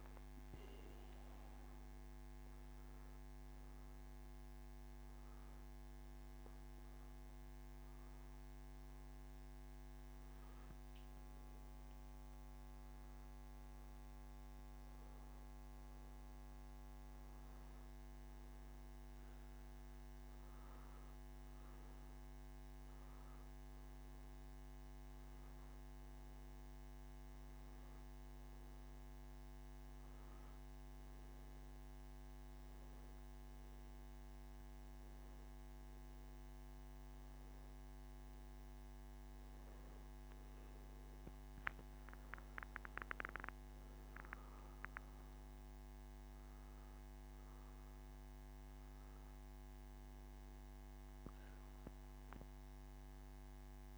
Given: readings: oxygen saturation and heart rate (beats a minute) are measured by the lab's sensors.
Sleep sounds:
breathing in sleep, hard to hear, by a microphone on the trachea; none
35.00-53.98 s: new sleep stage, N2 (light sleep)
From the record:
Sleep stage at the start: N1 (lightest sleep); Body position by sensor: on the back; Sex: male

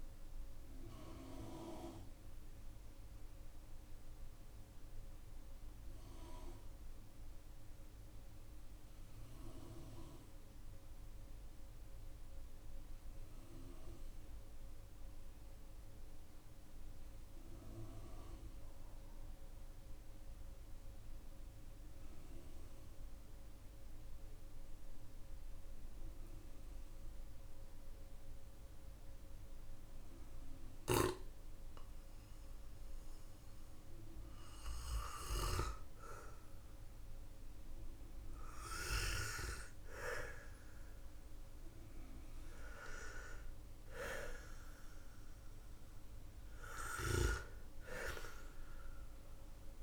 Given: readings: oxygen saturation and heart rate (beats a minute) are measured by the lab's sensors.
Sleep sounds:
breathing in sleep by a room microphone; 1
0.00-14.50 s: oxygen desaturation (device-marked, oxygen 90% lowest, heart rate 45 extreme)
3.00-40.00 s: obstructive apnea (oxygen 95% before, 90% lowest, heart rate 79 before, 45 extreme, up 11 after)
32.50-49.83 s: oxygen desaturation (device-marked, oxygen 99% before, 91% lowest, heart rate 51 before, 45 extreme)
46.00-49.83 s: arousal
From the record:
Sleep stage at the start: N2 (light sleep); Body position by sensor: on the back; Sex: male

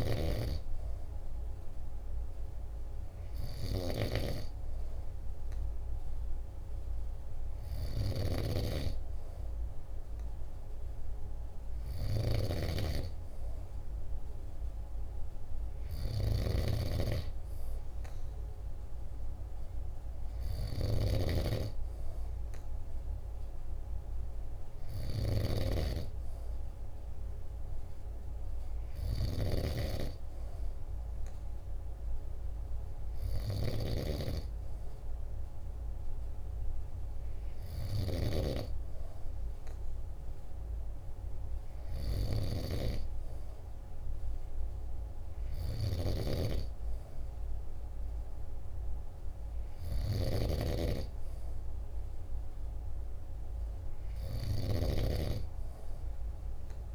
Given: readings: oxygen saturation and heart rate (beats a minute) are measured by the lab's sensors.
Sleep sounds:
breathing in sleep by a room microphone; none
7.00-37.50 s: snoring (device-marked)
45.00-56.95 s: snoring (device-marked)
From the record:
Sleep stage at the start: N2 (light sleep); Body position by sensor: on the back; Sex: male

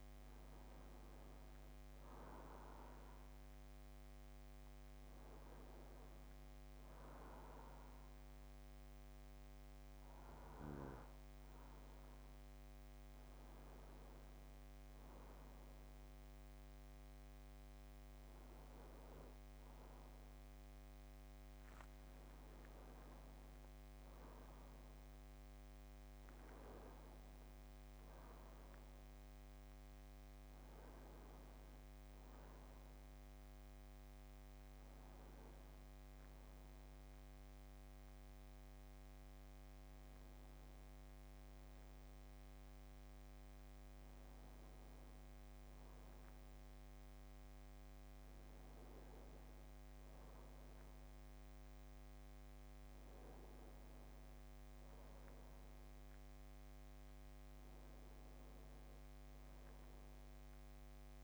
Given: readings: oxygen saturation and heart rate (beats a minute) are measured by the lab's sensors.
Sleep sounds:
breathing in sleep, hard to hear, by a microphone on the trachea; none
none scored
From the record:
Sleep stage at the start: N2 (light sleep); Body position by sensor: on the back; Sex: male

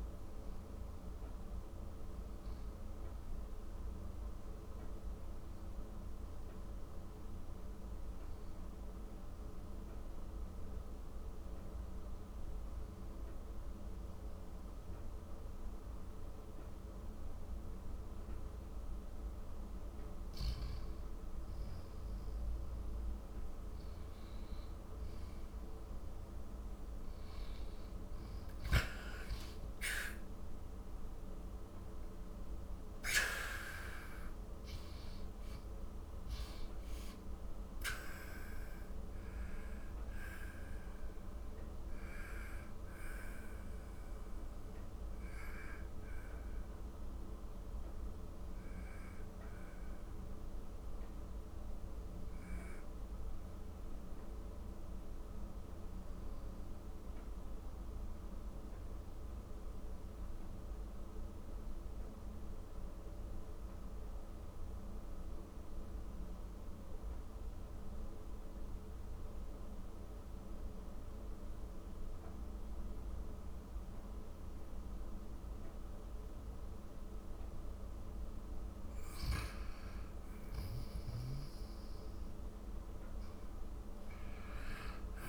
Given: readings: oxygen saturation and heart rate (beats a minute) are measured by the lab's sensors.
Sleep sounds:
breathing in sleep, hard to hear, by a room microphone; 2
4.50-20.50 s: mixed apnea (oxygen 97% before, 95% lowest, heart rate 66 before, 56 extreme, up 17 after)
29.50-36.00 s: arousal
44.50-76.50 s: central apnea (oxygen 97% before, 93% lowest, heart rate 72 before, 48 extreme, up 21 after)
78.50-84.50 s: arousal
From the record:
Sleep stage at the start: N2 (light sleep); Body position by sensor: on the back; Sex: male

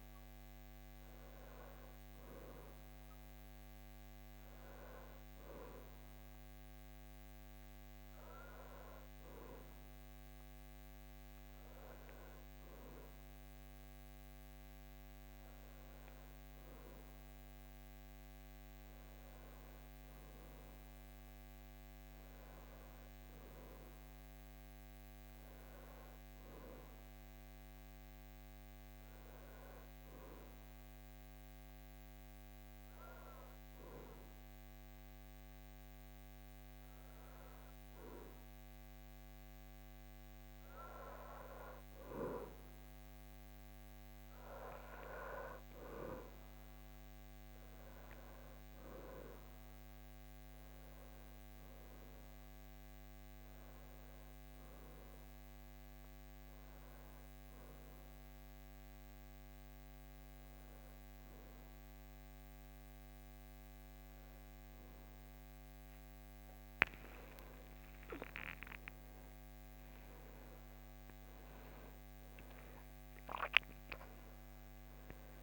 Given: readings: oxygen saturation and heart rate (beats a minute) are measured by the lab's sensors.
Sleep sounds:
breathing in sleep by a microphone on the trachea; 2
30.00-41.50 s: hypopnea (oxygen 96% before, 94% lowest, heart rate 64 before, 63 extreme, up 2 after)
44.50-50.00 s: arousal
57.00-67.00 s: hypopnea (oxygen 96% before, 94% lowest, heart rate 64 before, 49 extreme, up 17 after)
65.50-75.43 s: new sleep stage, awake
From the record:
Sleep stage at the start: N2 (light sleep); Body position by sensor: on the back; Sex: male

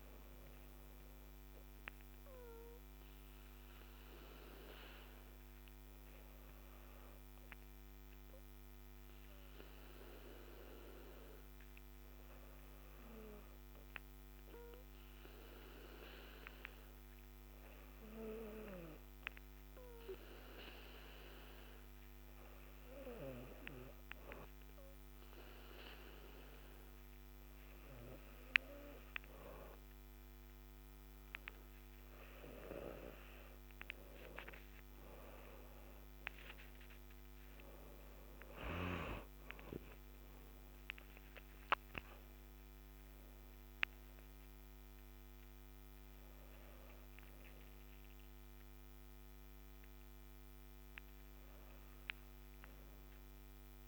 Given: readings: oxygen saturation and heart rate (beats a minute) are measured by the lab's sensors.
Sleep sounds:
breathing in sleep by a microphone on the trachea; 1
0.50-5.00 s: arousal
12.50-32.00 s: hypopnea (oxygen 97% before, 94% lowest, heart rate 41 before, 27 extreme, up 14 after)
35.50-41.00 s: arousal
From the record:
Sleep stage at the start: N2 (light sleep); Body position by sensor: on the back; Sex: female

